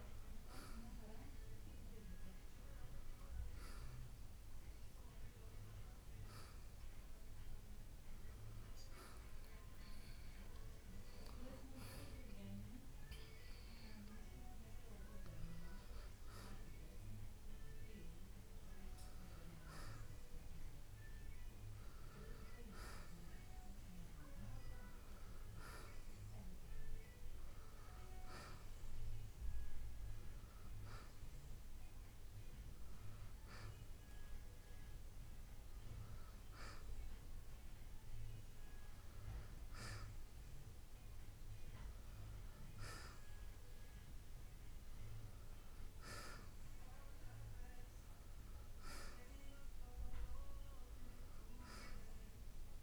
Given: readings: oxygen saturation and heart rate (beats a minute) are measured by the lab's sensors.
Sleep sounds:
breathing in sleep by a room microphone; none
none scored
From the record:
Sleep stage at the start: N1 (lightest sleep); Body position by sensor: on the right side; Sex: male

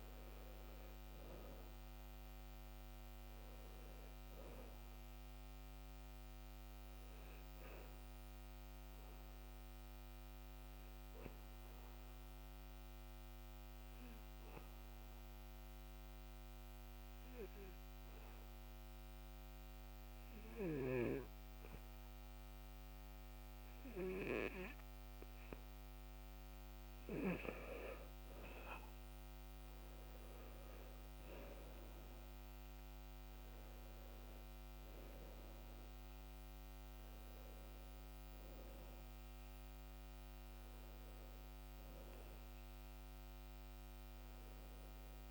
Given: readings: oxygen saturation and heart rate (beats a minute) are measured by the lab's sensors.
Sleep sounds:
breathing in sleep by a microphone on the trachea; 1
9.00-27.00 s: obstructive apnea (oxygen 96% before, 91% lowest, heart rate 66 before, 61 extreme, up 8 after)
30.00-34.00 s: arousal
From the record:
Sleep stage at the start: N1 (lightest sleep); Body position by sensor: on the back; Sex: male

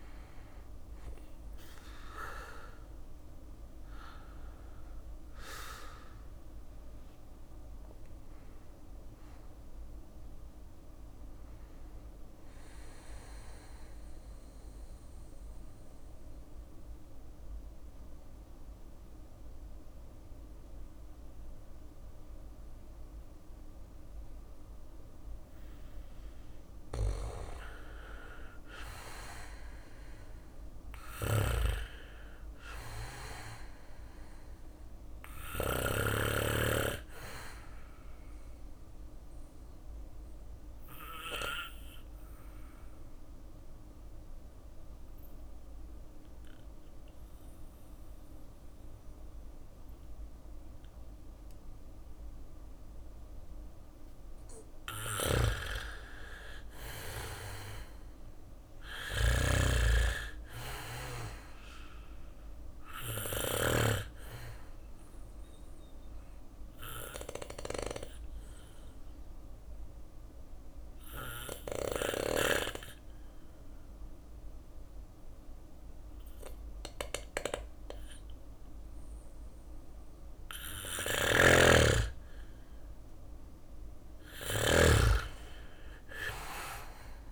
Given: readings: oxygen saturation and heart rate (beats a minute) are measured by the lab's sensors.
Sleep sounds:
breathing in sleep by a room microphone; 3
0.00-6.00 s: drop in pulse transit time (device-marked, heart rate 71 extreme)
11.00-24.00 s: bradycardia (device-marked, heart rate 60 before, 57 extreme)
13.00-24.50 s: obstructive apnea (oxygen 98% before, 93% lowest, heart rate 71 before, 57 extreme, up 3 after)
25.00-47.00 s: bradycardia (device-marked, heart rate 60 before, 57 extreme)
27.00-31.50 s: arousal
30.00-34.50 s: snoring (device-marked)
32.00-46.00 s: oxygen desaturation (device-marked, oxygen 99% before, 95% lowest, heart rate 59 before, 57 extreme)
38.50-53.50 s: obstructive apnea (oxygen 99% before, 93% lowest, heart rate 59 before, 58 extreme, up 2 after)
54.00-63.00 s: snoring (device-marked)
55.00-58.00 s: arousal
60.00-76.00 s: oxygen desaturation (device-marked, oxygen 98% before, 93% lowest, heart rate 59 before, 59 extreme)
62.00-68.00 s: bradycardia (device-marked, heart rate 60 before, 59 extreme)
62.50-79.50 s: obstructive apnea (oxygen 98% before, 92% lowest, heart rate 60 before, 59 extreme, up 3 after)
80.00-87.32 s: snoring (device-marked)
82.00-86.00 s: arousal
From the record:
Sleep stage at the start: N2 (light sleep); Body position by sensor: on the back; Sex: male

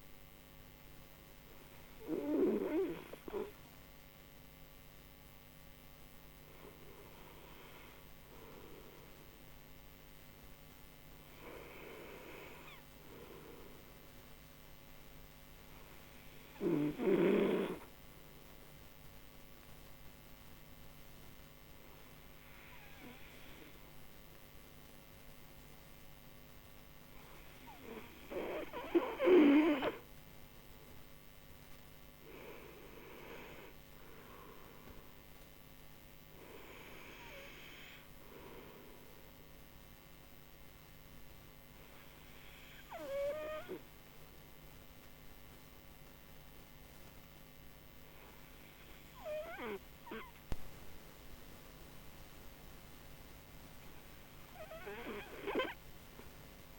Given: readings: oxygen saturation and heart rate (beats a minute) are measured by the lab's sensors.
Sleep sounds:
breathing in sleep by a microphone on the trachea; none
none scored
From the record:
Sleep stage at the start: N2 (light sleep); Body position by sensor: on the right side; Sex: male

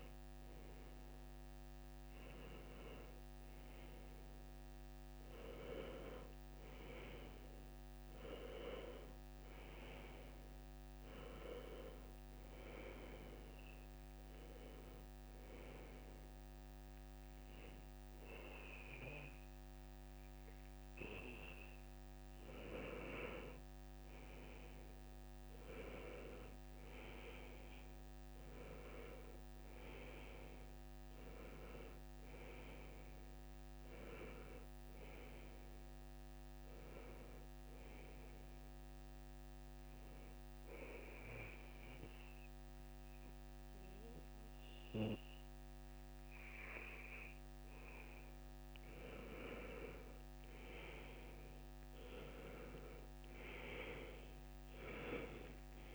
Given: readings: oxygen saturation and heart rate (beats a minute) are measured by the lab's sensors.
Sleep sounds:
breathing in sleep by a microphone on the trachea; 2
13.50-23.50 s: hypopnea (oxygen 95% before, 90% lowest, heart rate 82 before, 77 extreme, up 4 after)
26.00-29.50 s: arousal
33.50-44.50 s: oxygen desaturation (device-marked, oxygen 95% before, 92% lowest, heart rate 83 before, 76 extreme)
39.50-49.50 s: obstructive apnea (oxygen 95% before, 90% lowest, heart rate 83 before, 76 extreme, up 7 after)
54.00-55.95 s: arousal
From the record:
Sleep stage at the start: N1 (lightest sleep); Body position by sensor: on the back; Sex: male

